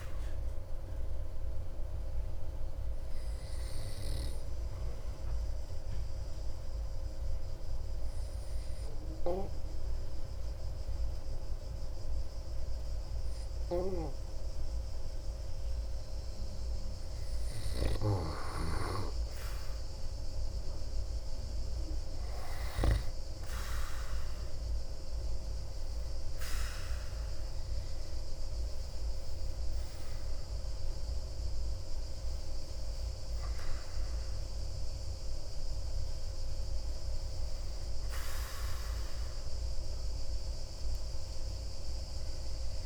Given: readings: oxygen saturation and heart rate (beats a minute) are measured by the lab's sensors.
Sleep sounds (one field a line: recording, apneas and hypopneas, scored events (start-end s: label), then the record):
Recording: breathing in sleep by a room microphone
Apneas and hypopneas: 1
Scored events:
0.50-17.50 s: obstructive apnea (oxygen 96% before, 91% lowest)
21.50-26.00 s: arousal
27.00-42.86 s: oxygen desaturation (device-marked, oxygen 96% before, 91% lowest)
From the record:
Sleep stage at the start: N2 (light sleep)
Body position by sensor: on the back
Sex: male